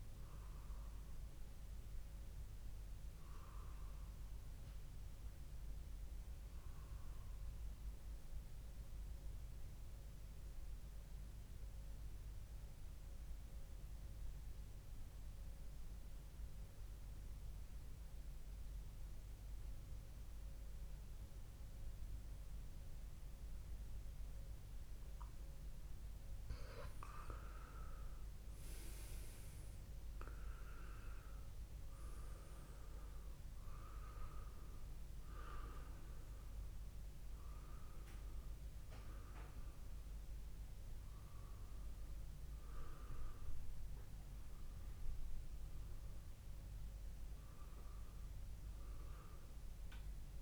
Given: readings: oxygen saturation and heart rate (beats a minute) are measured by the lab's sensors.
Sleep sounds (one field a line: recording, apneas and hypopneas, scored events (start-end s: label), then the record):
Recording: breathing in sleep by a room microphone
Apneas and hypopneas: 1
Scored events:
6.50-50.42 s: new sleep stage, N2 (light sleep)
8.00-26.50 s: mixed apnea (oxygen 100% before, 93% lowest, heart rate 66 before, 62 extreme, up 0 after)
25.50-40.50 s: oxygen desaturation (device-marked, oxygen 98% before, 93% lowest, heart rate 68 before, 62 extreme)
28.50-32.50 s: arousal
From the record:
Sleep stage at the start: N1 (lightest sleep)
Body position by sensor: on the back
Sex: male